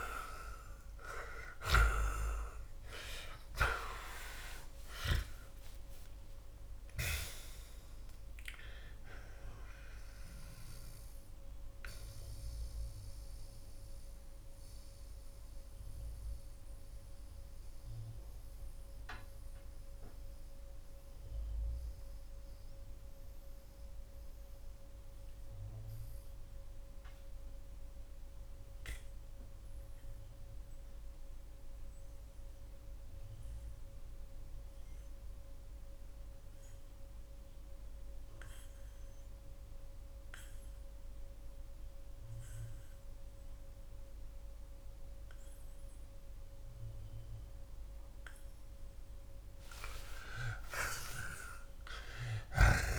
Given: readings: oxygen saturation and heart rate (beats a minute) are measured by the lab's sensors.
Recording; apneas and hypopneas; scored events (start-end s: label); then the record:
breathing in sleep by a room microphone; 1
6.50-14.50 s: oxygen desaturation (device-marked, oxygen 94% before, 91% lowest)
12.00-48.50 s: mixed apnea (oxygen 95% before, 76% lowest)
28.50-52.99 s: oxygen desaturation (device-marked, oxygen 92% before, 81% lowest)
51.00-52.99 s: arousal
From the record:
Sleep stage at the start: REM sleep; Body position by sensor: on the back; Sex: male